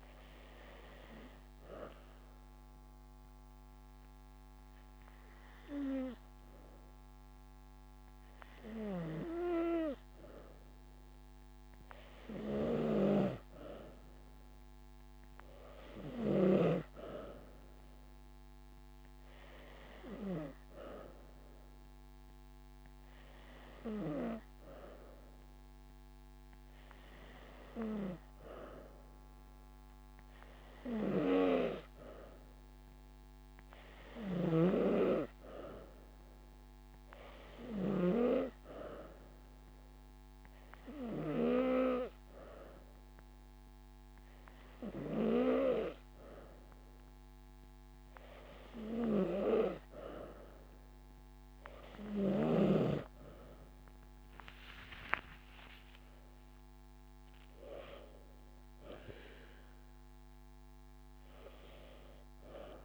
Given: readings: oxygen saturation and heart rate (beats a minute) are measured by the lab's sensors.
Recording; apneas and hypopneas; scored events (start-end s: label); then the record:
breathing in sleep by a microphone on the trachea; 2
0.00-1.50 s: long interval between heartbeats (device-marked)
1.00-12.00 s: obstructive apnea (oxygen 95% before, 92% lowest)
13.50-15.50 s: drop in pulse transit time (device-marked)
15.50-19.50 s: arousal
22.50-23.50 s: drop in pulse transit time (device-marked)
36.50-38.50 s: long interval between heartbeats (device-marked)
38.50-49.50 s: obstructive apnea (oxygen 95% before, 92% lowest)
54.00-59.00 s: arousal
61.00-62.85 s: long interval between heartbeats (device-marked)
From the record:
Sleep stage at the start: N2 (light sleep); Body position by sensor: on the back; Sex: female